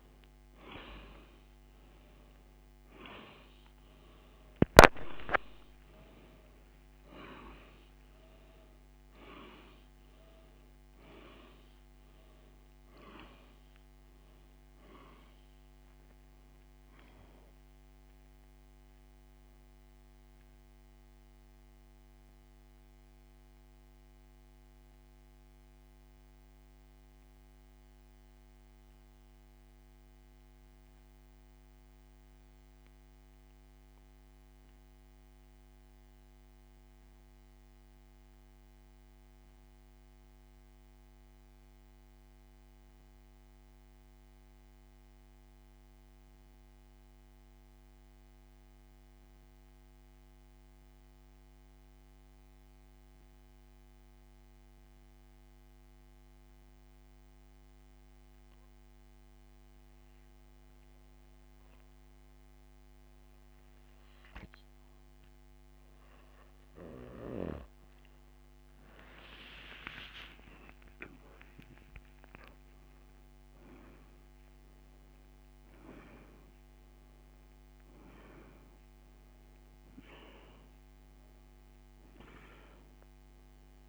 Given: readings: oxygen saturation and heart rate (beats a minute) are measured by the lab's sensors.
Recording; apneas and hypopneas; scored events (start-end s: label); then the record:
breathing in sleep by a microphone on the trachea; 1
0.00-2.00 s: arousal
0.00-10.50 s: oxygen desaturation (device-marked, oxygen 93% lowest, heart rate 65 extreme)
17.50-59.50 s: oxygen desaturation (device-marked, oxygen 94% before, 87% lowest, heart rate 86 before, 48 extreme)
21.50-66.50 s: mixed apnea (oxygen 97% before, 84% lowest, heart rate 85 before, 26 extreme, up 16 after)
68.50-83.89 s: oxygen desaturation (device-marked, oxygen 98% before, 84% lowest, heart rate 73 before, 26 extreme)
69.00-72.50 s: arousal
From the record:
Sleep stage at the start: N2 (light sleep); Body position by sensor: on the back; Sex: male